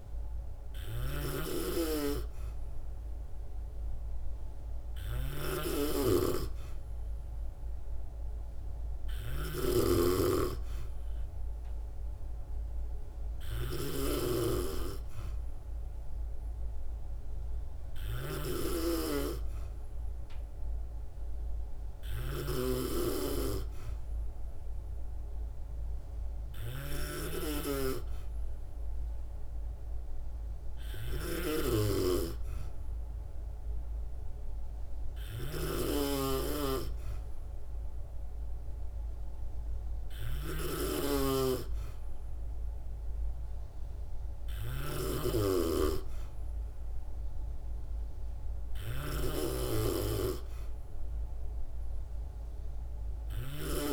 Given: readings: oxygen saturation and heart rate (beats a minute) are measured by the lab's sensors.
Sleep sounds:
breathing in sleep by a room microphone; none
0.00-53.93 s: snoring (device-marked)
From the record:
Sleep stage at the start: N2 (light sleep); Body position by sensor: on the back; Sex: female

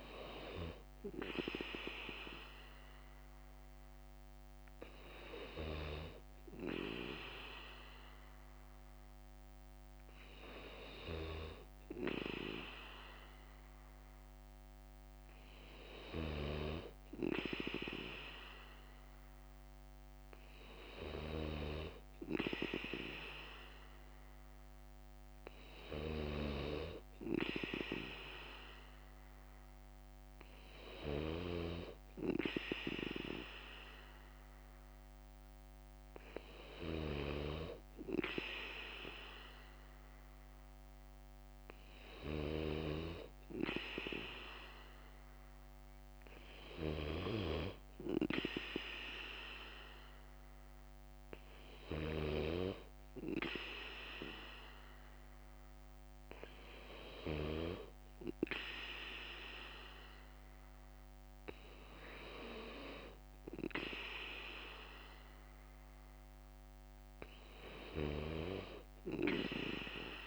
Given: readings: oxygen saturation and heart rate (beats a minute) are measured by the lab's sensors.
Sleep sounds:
breathing in sleep by a microphone on the trachea; none
0.00-17.50 s: bradycardia (device-marked, heart rate 58 extreme)
19.50-39.50 s: bradycardia (device-marked, heart rate 60 before, 56 extreme)
47.50-49.50 s: bradycardia (device-marked, heart rate 60 before, 61 extreme)
50.50-53.50 s: bradycardia (device-marked, heart rate 60 before, 59 extreme)
62.50-67.50 s: bradycardia (device-marked, heart rate 60 before, 59 extreme)
From the record:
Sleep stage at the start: N2 (light sleep); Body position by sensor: on the back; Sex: male

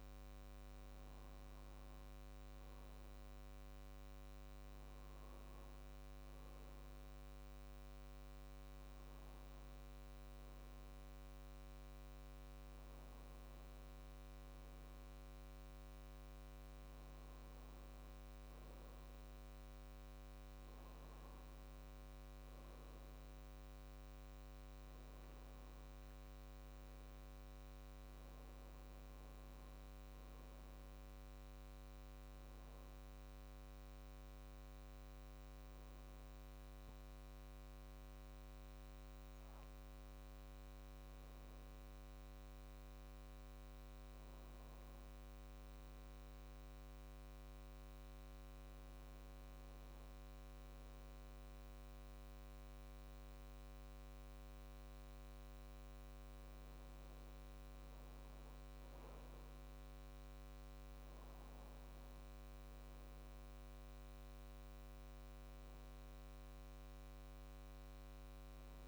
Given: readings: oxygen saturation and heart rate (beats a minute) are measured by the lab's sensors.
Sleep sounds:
breathing in sleep, hard to hear, by a microphone on the trachea; 1
33.50-44.50 s: hypopnea (oxygen 97% before, 94% lowest, heart rate 74 before, 68 extreme, up 3 after)
47.00-51.00 s: arousal
From the record:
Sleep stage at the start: N2 (light sleep); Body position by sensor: on the back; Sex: male

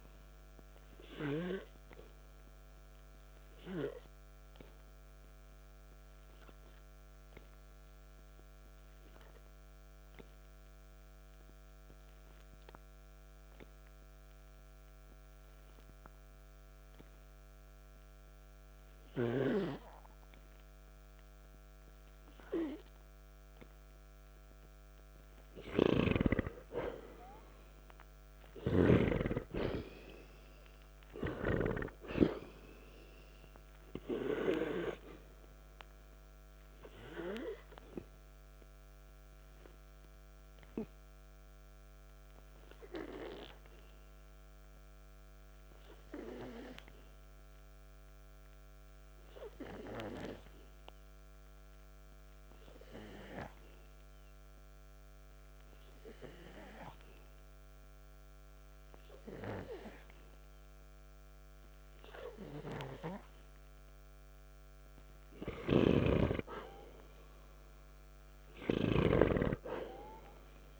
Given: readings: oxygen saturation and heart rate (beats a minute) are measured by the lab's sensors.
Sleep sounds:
breathing in sleep by a microphone on the trachea; 2
4.00-25.00 s: obstructive apnea (oxygen 97% before, 88% lowest, heart rate 55 before, 51 extreme, up 3 after)
5.50-13.50 s: oxygen desaturation (device-marked, oxygen 97% before, 92% lowest, heart rate 55 before, 51 extreme)
20.50-33.50 s: oxygen desaturation (device-marked, oxygen 93% before, 88% lowest, heart rate 57 before, 51 extreme)
27.50-31.00 s: arousal
35.50-63.00 s: obstructive apnea (oxygen 95% before, 88% lowest, heart rate 55 before, 52 extreme, up 2 after)
41.50-63.50 s: oxygen desaturation (device-marked, oxygen 95% before, 88% lowest, heart rate 55 before, 52 extreme)
65.00-68.50 s: arousal
From the record:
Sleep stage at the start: N2 (light sleep); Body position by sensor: on the back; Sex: male

